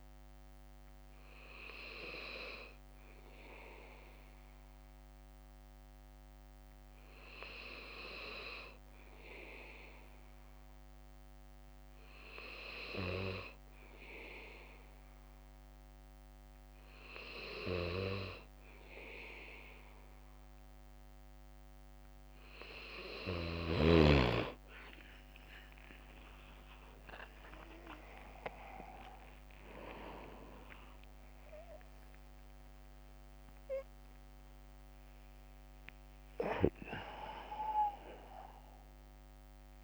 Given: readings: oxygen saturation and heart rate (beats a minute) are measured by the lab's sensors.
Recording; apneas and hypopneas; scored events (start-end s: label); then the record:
a person awake in a sleep study, by a microphone on the trachea; none
3.50-39.84 s: new sleep stage, awake
23.50-30.50 s: leg movement (device-marked)
From the record:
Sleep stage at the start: N3 (deep sleep); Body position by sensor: on the back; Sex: male